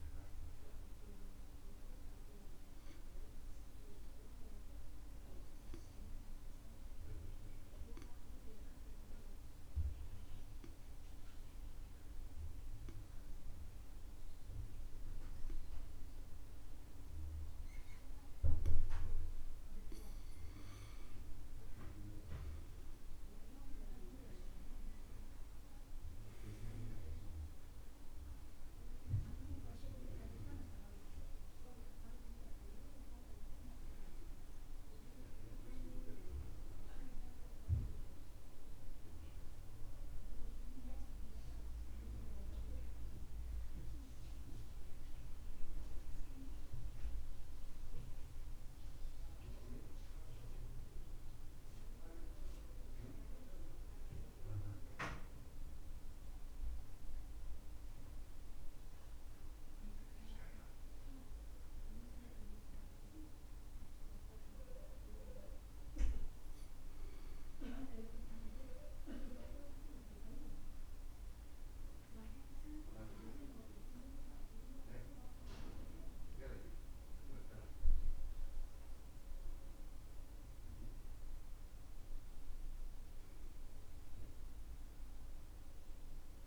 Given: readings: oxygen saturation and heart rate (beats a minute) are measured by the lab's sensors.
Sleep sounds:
breathing in sleep by a room microphone; 2
0.00-20.00 s: oxygen desaturation (device-marked, oxygen 94% lowest, heart rate 64 extreme)
4.00-19.50 s: obstructive apnea (oxygen 99% before, 91% lowest, heart rate 65 before, 65 extreme, up 8 after)
22.00-26.00 s: arousal
50.50-66.00 s: mixed apnea (oxygen 95% before, 91% lowest, heart rate 70 before, 59 extreme, up 14 after)
68.00-72.00 s: arousal
82.00-86.47 s: oxygen desaturation (device-marked, oxygen 97% before, 93% lowest, heart rate 68 before, 63 extreme)
From the record:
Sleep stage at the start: N2 (light sleep); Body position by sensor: on the back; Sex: male

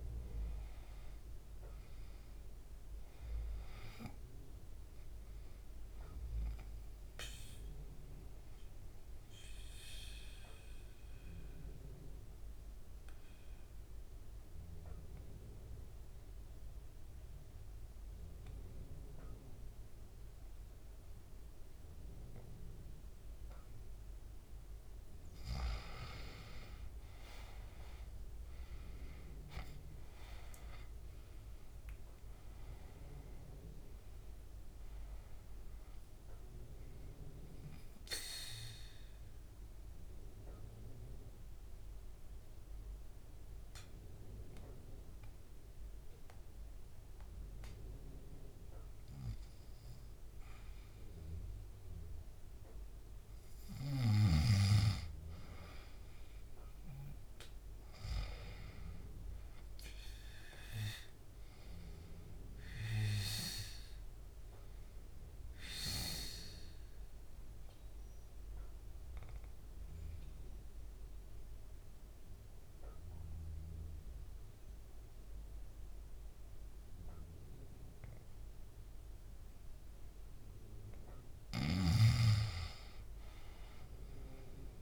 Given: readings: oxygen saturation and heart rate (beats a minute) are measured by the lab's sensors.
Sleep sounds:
breathing in sleep by a room microphone; 3
0.00-2.00 s: arousal
7.00-24.00 s: obstructive apnea (oxygen 98% before, 88% lowest, heart rate 70 before, 67 extreme, up 4 after)
9.00-21.00 s: oxygen desaturation (device-marked, oxygen 98% before, 91% lowest, heart rate 71 before, 67 extreme)
26.50-31.00 s: arousal
33.00-57.00 s: oxygen desaturation (device-marked, oxygen 98% before, 88% lowest, heart rate 69 before, 67 extreme)
37.00-53.00 s: mixed apnea (oxygen 98% before, 88% lowest, heart rate 70 before, 67 extreme, up 3 after)
57.50-61.50 s: arousal
65.50-80.00 s: obstructive apnea (oxygen 98% before, 88% lowest, heart rate 69 before, 65 extreme, up 0 after)
68.00-81.00 s: oxygen desaturation (device-marked, oxygen 98% before, 92% lowest, heart rate 70 before, 65 extreme)
83.50-84.81 s: arousal
From the record:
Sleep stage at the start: N2 (light sleep); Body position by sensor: on the back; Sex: male

